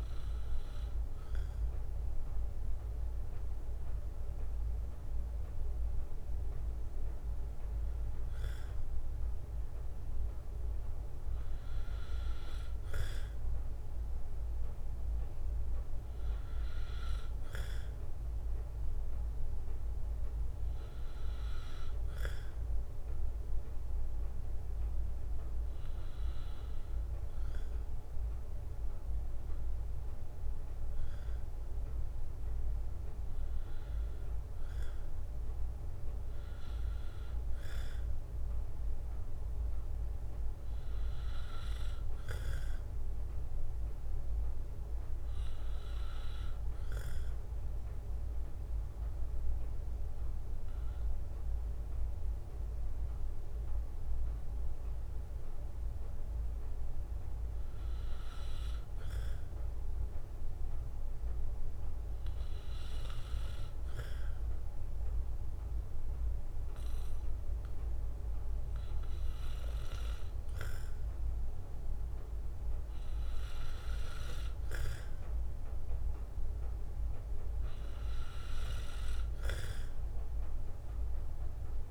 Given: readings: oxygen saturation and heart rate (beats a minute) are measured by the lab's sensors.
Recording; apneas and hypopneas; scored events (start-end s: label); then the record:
breathing in sleep, hard to hear, by a room microphone; none
none scored
From the record:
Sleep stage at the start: N2 (light sleep); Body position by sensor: on the right side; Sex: male